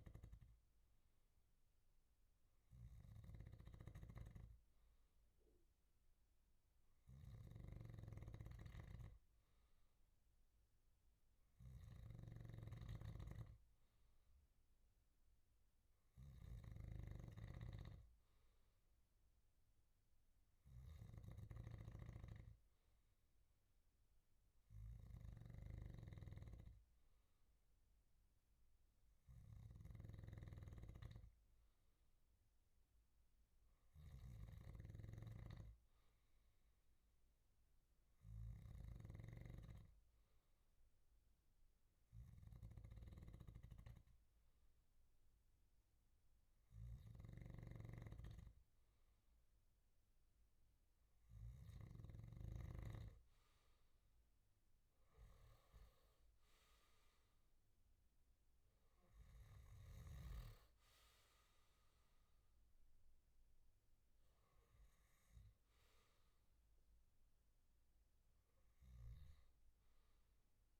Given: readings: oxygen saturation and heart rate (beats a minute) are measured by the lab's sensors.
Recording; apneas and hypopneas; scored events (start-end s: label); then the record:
breathing in sleep by a room microphone; none
3.00-39.00 s: snoring (device-marked)
47.00-52.00 s: snoring (device-marked)
From the record:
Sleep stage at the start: N2 (light sleep); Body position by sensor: on the back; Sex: male